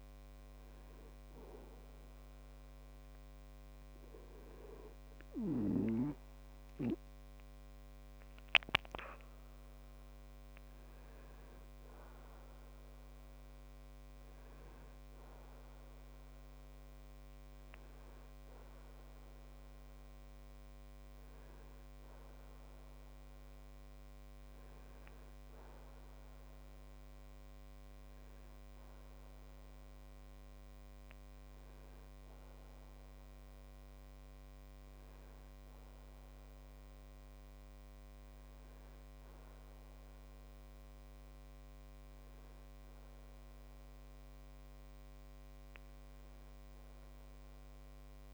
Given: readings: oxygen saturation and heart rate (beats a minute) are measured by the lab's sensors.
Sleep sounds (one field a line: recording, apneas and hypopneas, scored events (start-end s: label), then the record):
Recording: breathing in sleep by a microphone on the trachea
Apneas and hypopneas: none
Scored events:
7.50-11.50 s: arousal
From the record:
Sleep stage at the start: N2 (light sleep)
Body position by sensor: on the back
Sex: male